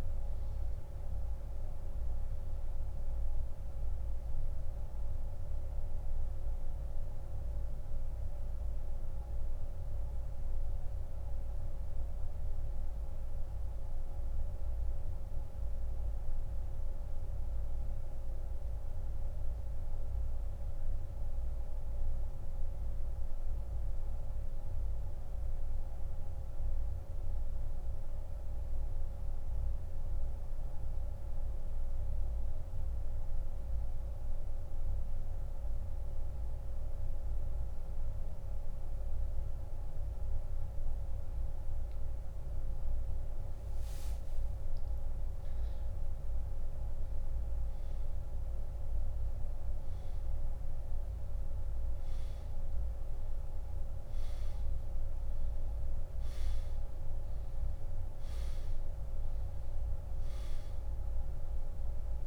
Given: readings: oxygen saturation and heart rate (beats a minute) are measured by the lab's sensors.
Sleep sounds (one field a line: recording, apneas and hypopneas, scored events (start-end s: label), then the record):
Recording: breathing in sleep, hard to hear, by a room microphone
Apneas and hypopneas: 1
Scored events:
0.00-31.50 s: oxygen desaturation (device-marked, oxygen 89% lowest)
7.50-11.00 s: arousal
14.50-42.50 s: central apnea (oxygen 95% before, 88% lowest)
44.00-49.00 s: arousal
From the record:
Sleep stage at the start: N2 (light sleep)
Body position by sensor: on the back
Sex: male